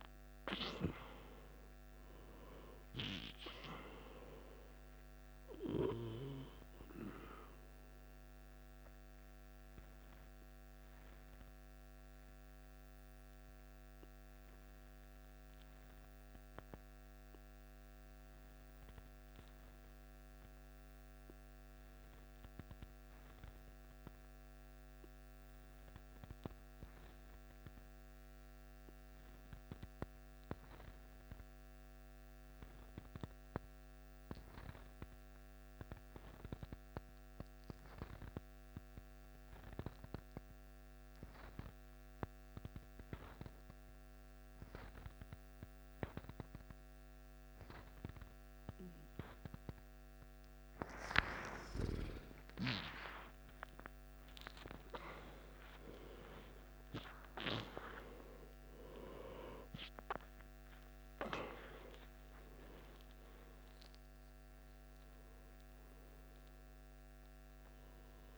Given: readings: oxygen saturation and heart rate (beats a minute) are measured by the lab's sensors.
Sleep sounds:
breathing in sleep by a microphone on the trachea; 1
0.00-20.50 s: oxygen desaturation (device-marked, oxygen 90% lowest, heart rate 48 extreme)
10.00-50.50 s: obstructive apnea (oxygen 95% before, 89% lowest, heart rate 64 before, 48 extreme, up 16 after)
39.50-64.50 s: oxygen desaturation (device-marked, oxygen 97% before, 90% lowest, heart rate 50 before, 52 extreme)
51.00-53.00 s: long interval between heartbeats (device-marked, heart rate 53 before, 58 extreme)
51.50-56.00 s: arousal
61.50-63.50 s: long interval between heartbeats (device-marked, heart rate 60 before, 81 extreme)
From the record:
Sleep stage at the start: N2 (light sleep); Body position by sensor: on the left side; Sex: male

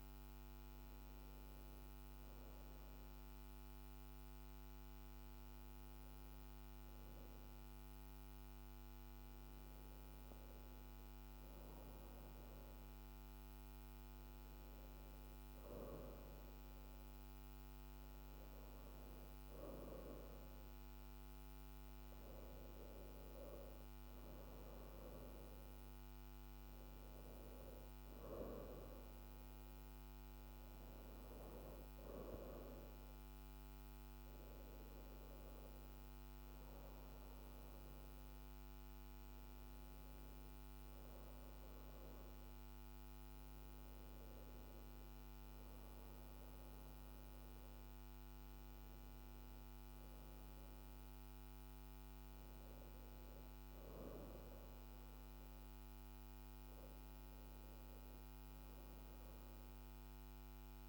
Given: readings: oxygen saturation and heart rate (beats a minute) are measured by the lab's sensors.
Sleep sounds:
breathing in sleep, hard to hear, by a microphone on the trachea; none
none scored
From the record:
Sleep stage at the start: N2 (light sleep); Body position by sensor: on the right side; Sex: female

